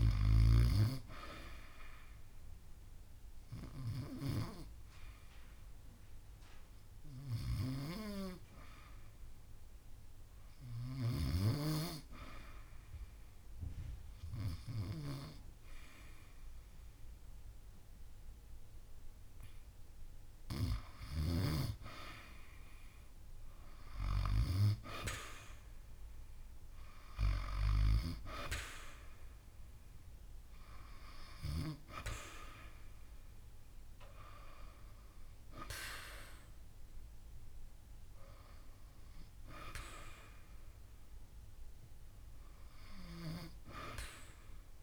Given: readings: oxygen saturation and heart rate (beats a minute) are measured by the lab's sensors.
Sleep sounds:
breathing in sleep by a room microphone; 1
1.50-21.50 s: obstructive apnea (oxygen 95% before, 90% lowest)
23.00-44.83 s: oxygen desaturation (device-marked, oxygen 94% before, 90% lowest)
23.50-27.00 s: arousal
From the record:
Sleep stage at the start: REM sleep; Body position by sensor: on the back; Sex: female

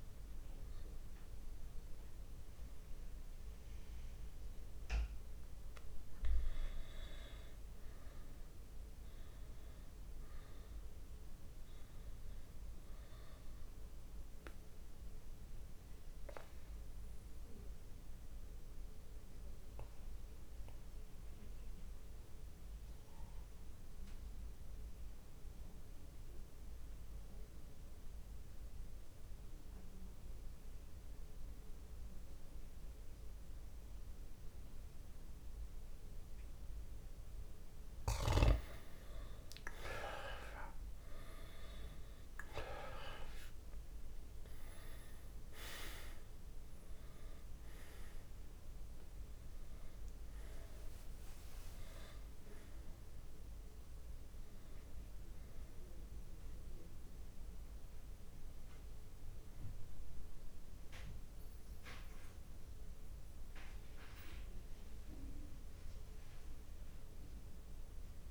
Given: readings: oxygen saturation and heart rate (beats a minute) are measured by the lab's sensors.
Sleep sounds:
breathing in sleep by a room microphone; 1
0.00-2.50 s: arousal
4.00-6.00 s: long interval between heartbeats (device-marked)
8.50-33.50 s: oxygen desaturation (device-marked, oxygen 99% before, 94% lowest)
15.00-37.50 s: mixed apnea (oxygen 100% before, 90% lowest)
39.50-44.00 s: arousal
46.50-68.31 s: oxygen desaturation (device-marked, oxygen 97% before, 90% lowest)
From the record:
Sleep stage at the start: N2 (light sleep); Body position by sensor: on the back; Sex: male

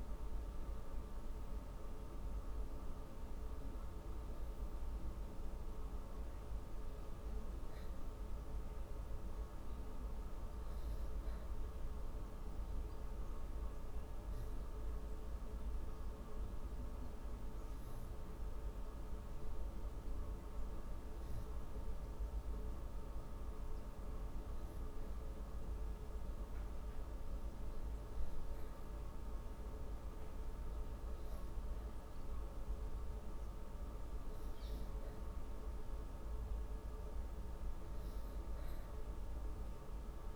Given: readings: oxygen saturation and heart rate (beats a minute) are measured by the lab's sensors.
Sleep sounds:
breathing in sleep, hard to hear, by a room microphone; 1
10.50-23.50 s: hypopnea (oxygen 97% before, 95% lowest, heart rate 127 before, 101 extreme, up 2 after)
24.50-28.00 s: arousal
From the record:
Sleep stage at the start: N2 (light sleep); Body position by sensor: on the back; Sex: female

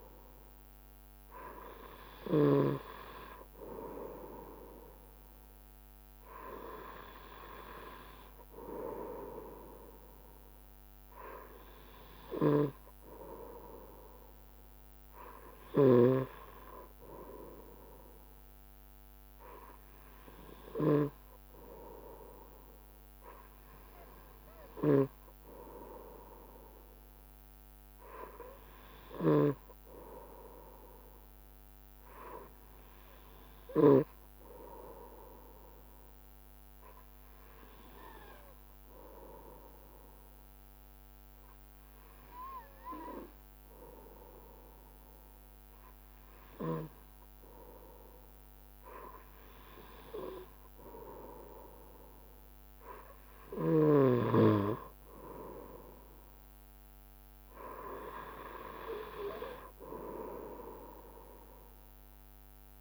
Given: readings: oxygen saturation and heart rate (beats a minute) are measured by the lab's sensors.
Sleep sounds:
breathing in sleep by a microphone on the trachea; 1
35.50-46.50 s: hypopnea (oxygen 95% before, 93% lowest, heart rate 71 before, 67 extreme, up 1 after)
49.00-52.50 s: arousal
From the record:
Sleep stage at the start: N2 (light sleep); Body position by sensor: on the right side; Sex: male

